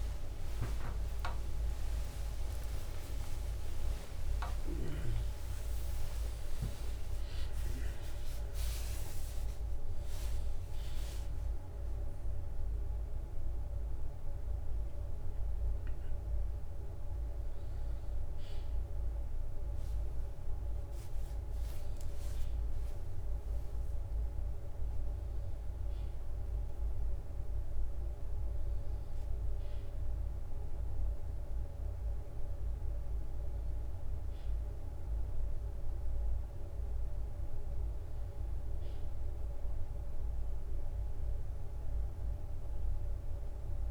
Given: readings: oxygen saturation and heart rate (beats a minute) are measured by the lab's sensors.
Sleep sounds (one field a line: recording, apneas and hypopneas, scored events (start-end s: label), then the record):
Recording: a person awake in a sleep study, hard to hear, by a room microphone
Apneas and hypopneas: none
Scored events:
0.00-1.00 s: long interval between heartbeats (device-marked, heart rate 90 extreme)
0.00-6.00 s: tachycardia (device-marked, heart rate 133 extreme)
4.00-6.00 s: long interval between heartbeats (device-marked, heart rate 79 before, 131 extreme)
8.00-10.00 s: long interval between heartbeats (device-marked, heart rate 89 before, 99 extreme)
From the record:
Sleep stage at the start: awake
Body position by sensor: on the back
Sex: male